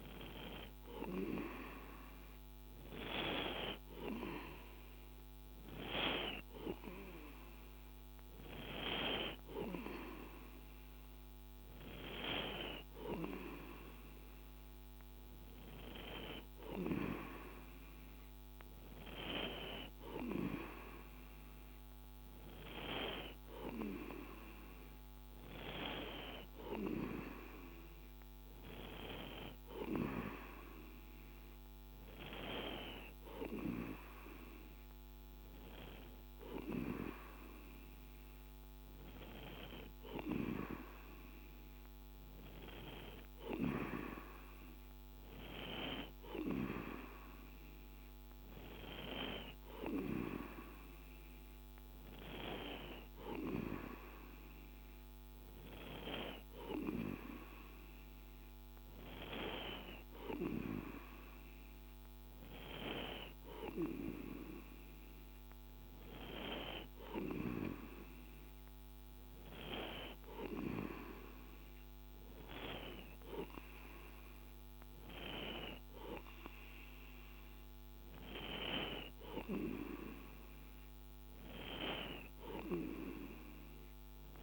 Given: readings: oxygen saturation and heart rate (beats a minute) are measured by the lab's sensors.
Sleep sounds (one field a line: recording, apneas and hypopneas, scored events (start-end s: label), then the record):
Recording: breathing in sleep by a microphone on the trachea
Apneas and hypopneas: none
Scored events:
none scored
From the record:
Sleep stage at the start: N2 (light sleep)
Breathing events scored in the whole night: 54 in 5.5 hours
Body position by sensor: on the right side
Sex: male